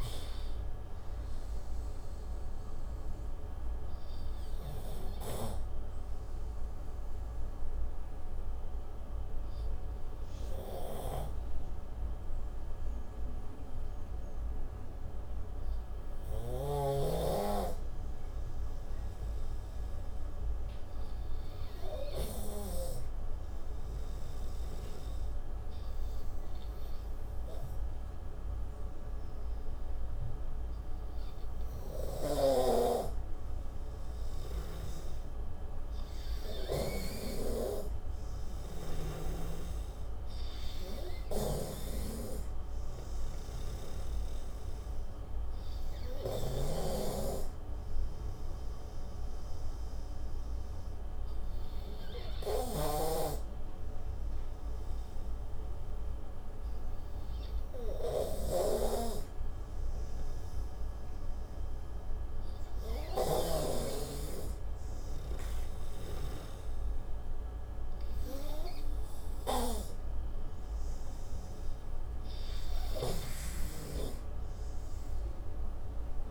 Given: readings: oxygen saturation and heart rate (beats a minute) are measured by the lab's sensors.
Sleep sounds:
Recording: breathing in sleep by a room microphone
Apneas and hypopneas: 2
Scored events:
1.00-26.00 s: oxygen desaturation (device-marked, oxygen 93% before, 88% lowest, heart rate 75 before, 55 extreme)
5.50-35.00 s: obstructive apnea (oxygen 96% before, 88% lowest, heart rate 76 before, 58 extreme, up 15 after)
33.00-59.00 s: oxygen desaturation (device-marked, oxygen 99% before, 89% lowest, heart rate 63 before, 65 extreme)
36.50-39.50 s: arousal
44.50-71.00 s: obstructive apnea (oxygen 99% before, 89% lowest, heart rate 73 before, 60 extreme, up 21 after)
65.00-76.31 s: oxygen desaturation (device-marked, oxygen 95% before, 90% lowest, heart rate 69 before, 60 extreme)
74.00-76.00 s: arousal
From the record:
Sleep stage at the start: N2 (light sleep)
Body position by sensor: on the right side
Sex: male

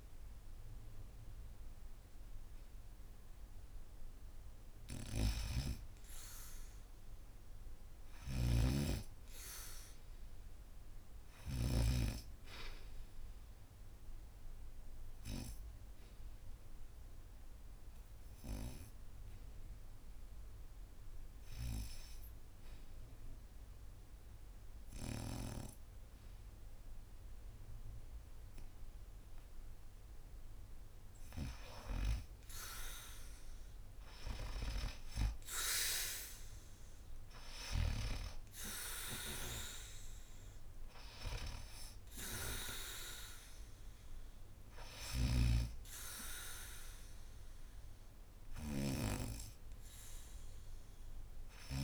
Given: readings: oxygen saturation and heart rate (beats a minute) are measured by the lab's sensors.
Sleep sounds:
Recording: breathing in sleep by a room microphone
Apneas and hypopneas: 1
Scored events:
0.00-6.50 s: oxygen desaturation (device-marked, oxygen 82% lowest, heart rate 67 extreme)
7.50-11.50 s: snoring (device-marked)
9.00-12.50 s: arousal
15.50-29.50 s: hypopnea (oxygen 94% before, 86% lowest, heart rate 74 before, 71 extreme, up 5 after)
16.50-28.50 s: oxygen desaturation (device-marked, oxygen 93% before, 89% lowest, heart rate 74 before, 71 extreme)
32.00-36.50 s: arousal
33.50-51.84 s: oxygen desaturation (device-marked, oxygen 94% before, 86% lowest, heart rate 74 before, 75 extreme)
44.50-51.50 s: snoring (device-marked)
From the record:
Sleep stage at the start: N2 (light sleep)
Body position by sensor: on the back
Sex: female

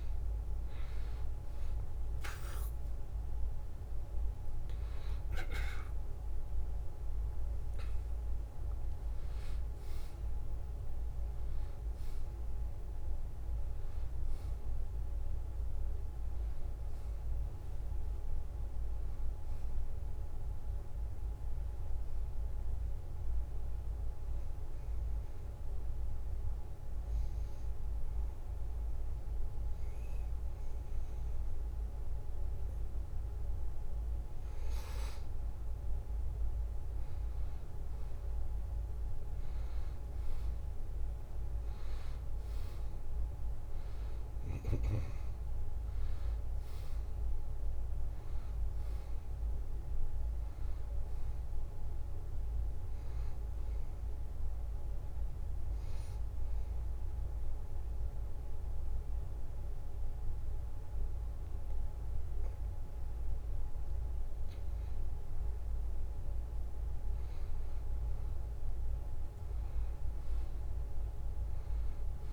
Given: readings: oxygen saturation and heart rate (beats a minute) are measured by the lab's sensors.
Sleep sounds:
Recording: breathing in sleep, hard to hear, by a room microphone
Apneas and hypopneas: 2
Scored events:
0.50-19.50 s: oxygen desaturation (device-marked, oxygen 95% before, 90% lowest, heart rate 73 before, 71 extreme)
3.00-8.00 s: arousal
24.00-36.00 s: obstructive apnea (oxygen 95% before, 90% lowest, heart rate 77 before, 71 extreme, up 0 after)
39.50-44.50 s: arousal
41.50-62.50 s: oxygen desaturation (device-marked, oxygen 94% before, 90% lowest, heart rate 73 before, 72 extreme)
55.50-66.00 s: obstructive apnea (oxygen 94% before, 87% lowest, heart rate 73 before, 72 extreme, up 1 after)
69.50-72.33 s: arousal
From the record:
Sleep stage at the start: N2 (light sleep)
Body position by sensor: on the back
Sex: male

